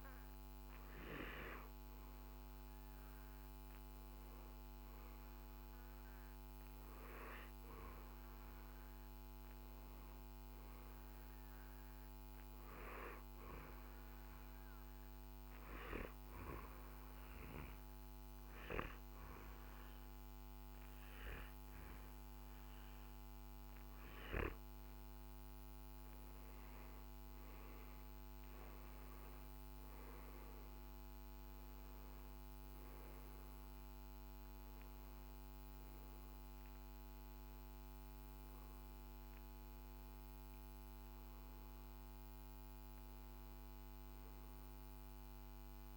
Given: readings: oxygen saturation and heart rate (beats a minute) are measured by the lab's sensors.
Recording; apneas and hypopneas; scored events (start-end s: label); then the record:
breathing in sleep by a microphone on the trachea; 1
15.00-25.50 s: obstructive apnea (oxygen 95% before, 89% lowest, heart rate 61 before, 59 extreme, up 17 after)
28.00-33.00 s: arousal
32.50-45.97 s: oxygen desaturation (device-marked, oxygen 93% before, 89% lowest, heart rate 62 before, 57 extreme)
From the record:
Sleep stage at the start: N2 (light sleep); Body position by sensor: on the right side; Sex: male